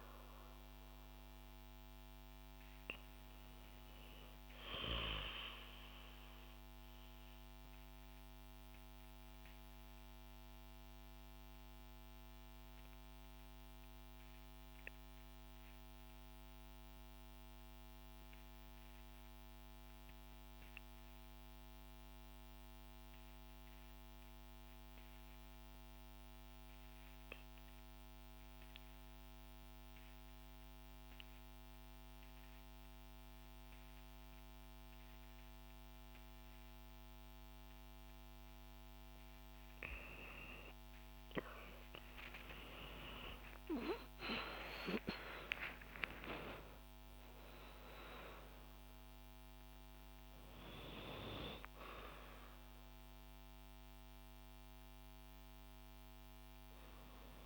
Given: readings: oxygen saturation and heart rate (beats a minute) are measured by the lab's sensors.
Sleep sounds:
breathing in sleep by a microphone on the trachea; 1
5.50-38.50 s: obstructive apnea (oxygen 97% before, 85% lowest, heart rate 63 before, 58 extreme, up 17 after)
27.50-57.46 s: oxygen desaturation (device-marked, oxygen 97% before, 85% lowest, heart rate 60 before, 58 extreme)
41.50-45.50 s: arousal
From the record:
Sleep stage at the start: REM sleep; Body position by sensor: on the back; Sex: female

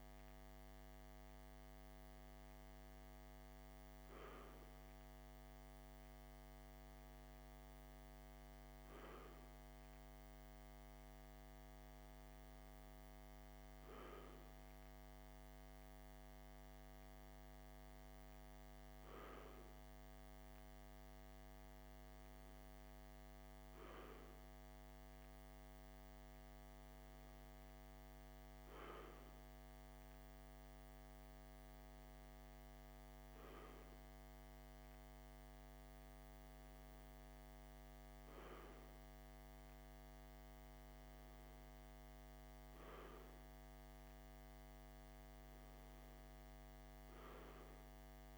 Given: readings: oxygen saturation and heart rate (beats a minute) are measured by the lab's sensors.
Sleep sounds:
breathing in sleep, hard to hear, by a microphone on the trachea; none
none scored
From the record:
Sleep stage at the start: N2 (light sleep); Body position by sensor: on the left side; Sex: male

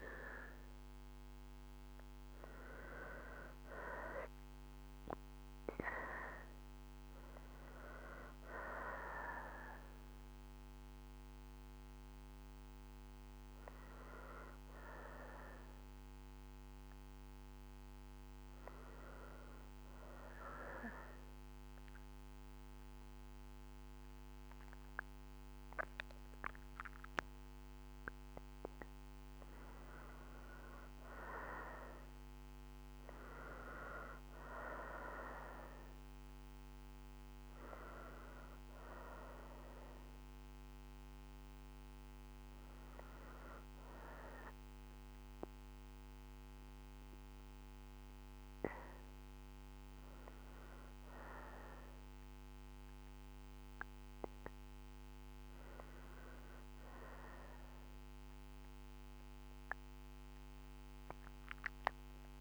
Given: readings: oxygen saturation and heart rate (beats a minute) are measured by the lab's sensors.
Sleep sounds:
breathing in sleep by a microphone on the trachea; 1
0.00-2.50 s: oxygen desaturation (device-marked, oxygen 89% lowest, heart rate 59 extreme)
9.50-19.50 s: oxygen desaturation (device-marked, oxygen 93% before, 90% lowest, heart rate 62 before, 59 extreme)
19.00-29.50 s: obstructive apnea (oxygen 93% before, 89% lowest, heart rate 62 before, 60 extreme, up 4 after)
32.00-35.50 s: arousal
32.50-45.50 s: oxygen desaturation (device-marked, oxygen 95% before, 89% lowest, heart rate 61 before, 60 extreme)
From the record:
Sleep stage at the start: N2 (light sleep); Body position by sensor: on the right side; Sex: female

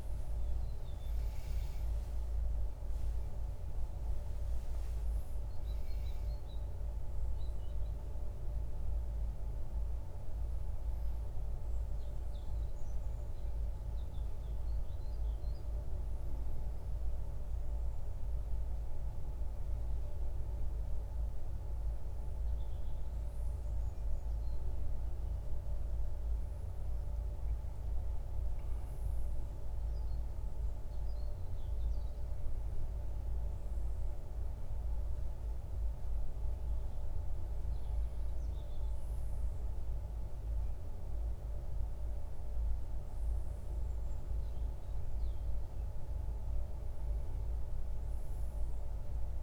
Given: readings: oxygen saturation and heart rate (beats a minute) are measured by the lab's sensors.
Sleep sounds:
a person awake in a sleep study, hard to hear, by a room microphone; none
37.00-49.43 s: new sleep stage, N1 (lightest sleep)
From the record:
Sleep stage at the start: awake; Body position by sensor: on the back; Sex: male

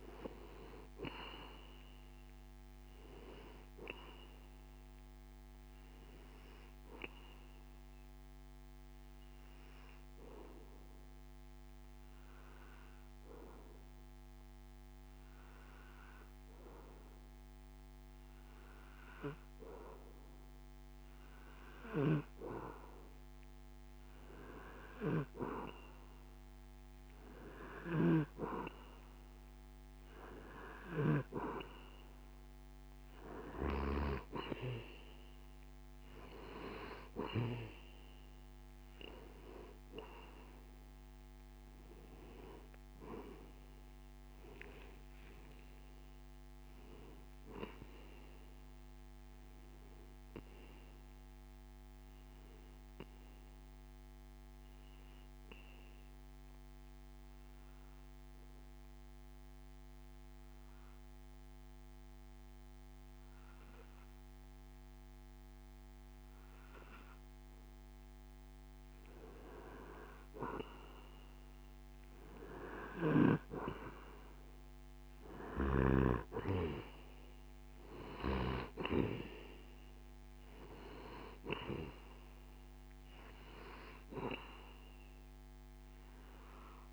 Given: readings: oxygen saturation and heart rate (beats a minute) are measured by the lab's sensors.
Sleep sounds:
breathing in sleep by a microphone on the trachea; 2
6.00-19.50 s: obstructive apnea (oxygen 93% before, 91% lowest)
24.50-28.50 s: arousal
31.00-39.00 s: oxygen desaturation (device-marked, oxygen 95% before, 91% lowest)
45.50-49.00 s: arousal
52.50-68.50 s: obstructive apnea (oxygen 95% before, 92% lowest)
74.00-78.50 s: arousal
From the record:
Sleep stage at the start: N2 (light sleep); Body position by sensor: on the back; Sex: male

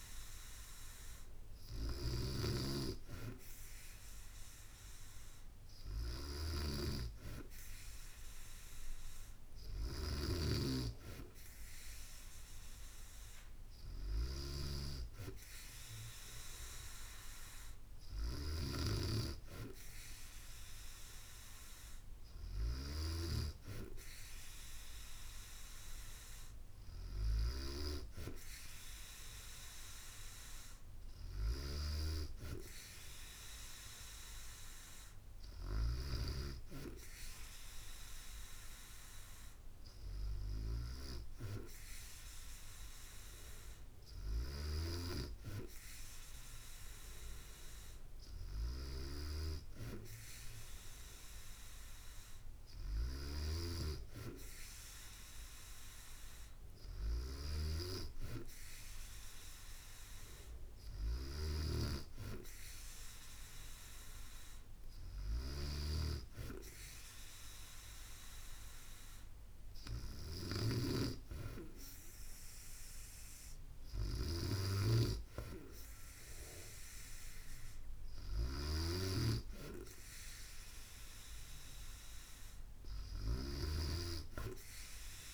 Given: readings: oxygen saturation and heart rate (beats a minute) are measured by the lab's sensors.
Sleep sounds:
breathing in sleep by a room microphone; none
64.50-85.34 s: snoring (device-marked)
From the record:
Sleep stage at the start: N2 (light sleep); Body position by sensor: on the back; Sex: female

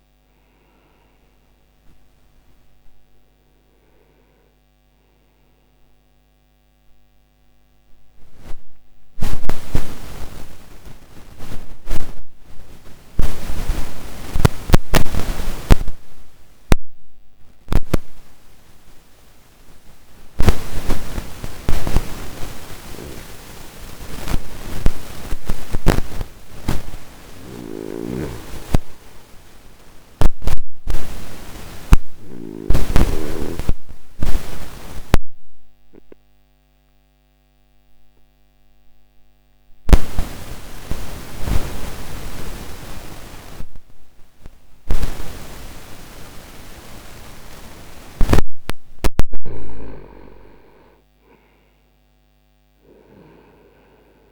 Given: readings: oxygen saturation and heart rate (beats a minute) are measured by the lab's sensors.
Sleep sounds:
breathing in sleep by a microphone on the trachea; 2
0.00-18.00 s: oxygen desaturation (device-marked, oxygen 89% lowest)
6.50-22.00 s: mixed apnea (oxygen 98% before, 85% lowest)
24.50-28.00 s: arousal
31.00-48.00 s: oxygen desaturation (device-marked, oxygen 98% before, 90% lowest)
33.50-48.50 s: obstructive apnea (oxygen 98% before, 85% lowest)
49.50-53.50 s: arousal
53.00-54.32 s: oxygen desaturation (device-marked, oxygen 95% before, 85% lowest)
From the record:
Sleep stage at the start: N2 (light sleep); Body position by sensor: on the back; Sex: male

